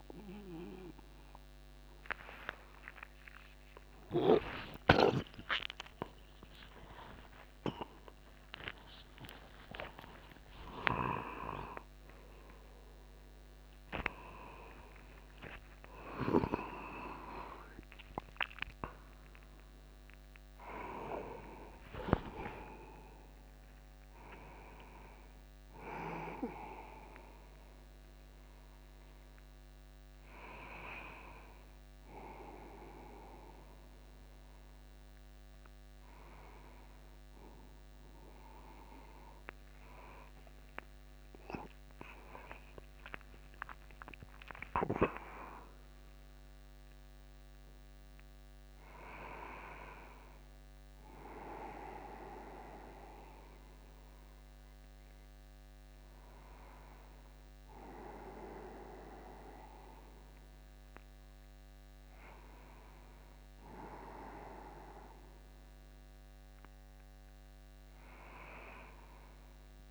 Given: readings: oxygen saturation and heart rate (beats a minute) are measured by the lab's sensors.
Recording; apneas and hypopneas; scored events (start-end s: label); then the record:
a person awake in a sleep study, by a microphone on the trachea; none
3.00-5.00 s: long interval between heartbeats (device-marked)
3.50-69.91 s: new sleep stage, awake
5.00-7.00 s: long interval between heartbeats (device-marked)
7.00-9.00 s: long interval between heartbeats (device-marked, heart rate 43 before, 190 extreme)
11.00-13.00 s: long interval between heartbeats (device-marked, heart rate 79 before, 187 extreme)
13.00-15.00 s: long interval between heartbeats (device-marked, heart rate 98 before, 146 extreme)
16.50-18.50 s: long interval between heartbeats (device-marked, heart rate 130 before, 130 extreme)
23.00-25.00 s: long interval between heartbeats (device-marked, heart rate 165 before, 83 extreme)
27.50-29.50 s: long interval between heartbeats (device-marked, heart rate 137 before, 98 extreme)
40.50-42.50 s: long interval between heartbeats (device-marked, heart rate 76 before, 86 extreme)
42.50-44.50 s: long interval between heartbeats (device-marked, heart rate 76 before, 120 extreme)
From the record:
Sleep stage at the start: N2 (light sleep); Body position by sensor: upright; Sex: male